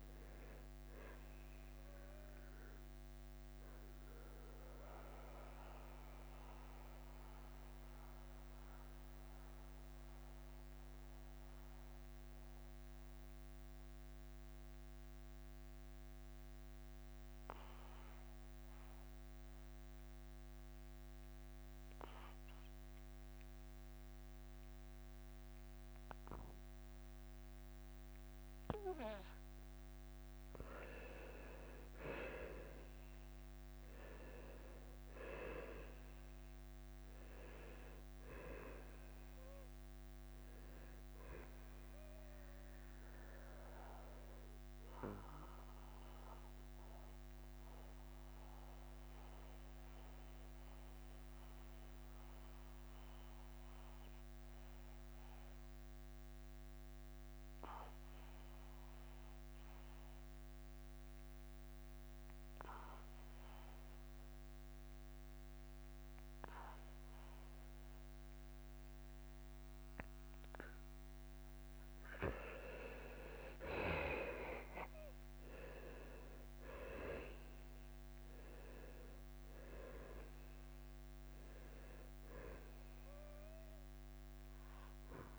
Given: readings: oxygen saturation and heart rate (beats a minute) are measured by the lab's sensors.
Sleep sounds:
breathing in sleep by a microphone on the trachea; 2
0.00-7.00 s: drop in pulse transit time (device-marked, heart rate 81 extreme)
0.00-20.00 s: oxygen desaturation (device-marked, oxygen 89% lowest, heart rate 80 extreme)
3.50-29.50 s: mixed apnea (oxygen 98% before, 88% lowest, heart rate 82 before, 80 extreme, up 5 after)
32.50-37.00 s: arousal
33.00-48.00 s: drop in pulse transit time (device-marked, heart rate 82 before, 81 extreme)
45.50-71.50 s: mixed apnea (oxygen 98% before, 86% lowest, heart rate 84 before, 80 extreme, up 6 after)
55.00-65.00 s: oxygen desaturation (device-marked, oxygen 96% before, 88% lowest, heart rate 83 before, 80 extreme)
74.00-85.39 s: drop in pulse transit time (device-marked, heart rate 81 before, 83 extreme)
74.50-79.50 s: arousal
75.00-82.00 s: oxygen desaturation (device-marked, oxygen 97% before, 93% lowest, heart rate 81 before, 79 extreme)
From the record:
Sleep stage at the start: N2 (light sleep); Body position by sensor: on the back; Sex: male

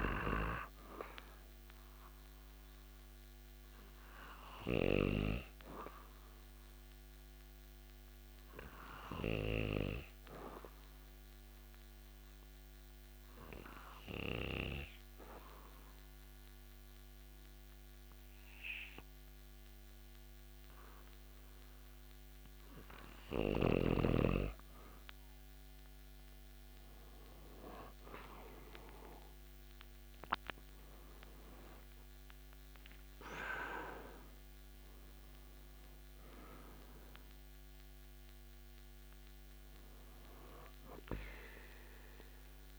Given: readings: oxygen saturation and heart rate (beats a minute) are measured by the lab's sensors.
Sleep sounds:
breathing in sleep by a microphone on the trachea; 1
7.00-22.00 s: obstructive apnea (oxygen 97% before, 92% lowest)
27.00-31.50 s: arousal
From the record:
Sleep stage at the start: N2 (light sleep); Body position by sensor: on the back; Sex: male

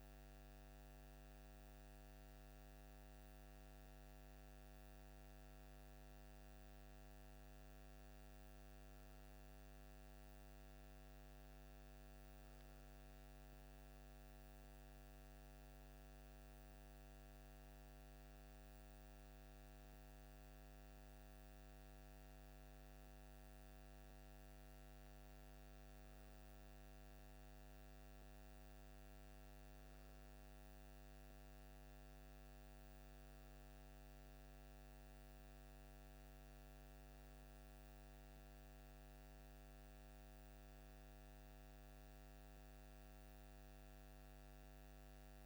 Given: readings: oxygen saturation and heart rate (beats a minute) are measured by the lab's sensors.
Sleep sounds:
breathing in sleep, hard to hear, by a microphone on the trachea; none
none scored
From the record:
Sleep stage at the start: REM sleep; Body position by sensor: on the left side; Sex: male

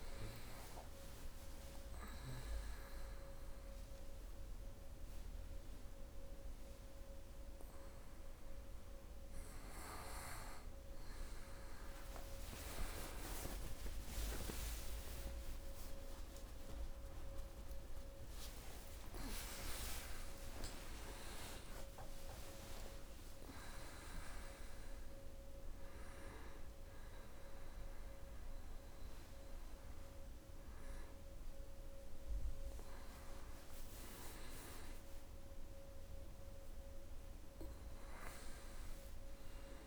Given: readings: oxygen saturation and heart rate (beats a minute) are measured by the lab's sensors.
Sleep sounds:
a person awake in a sleep study, by a room microphone; none
0.00-1.50 s: long interval between heartbeats (device-marked, heart rate 118 extreme)
0.00-1.50 s: tachycardia (device-marked, heart rate 122 extreme)
20.50-22.50 s: long interval between heartbeats (device-marked, heart rate 90 before, 87 extreme)
39.50-39.87 s: new sleep stage, N1 (lightest sleep)
From the record:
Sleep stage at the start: awake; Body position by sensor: on the right side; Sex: female

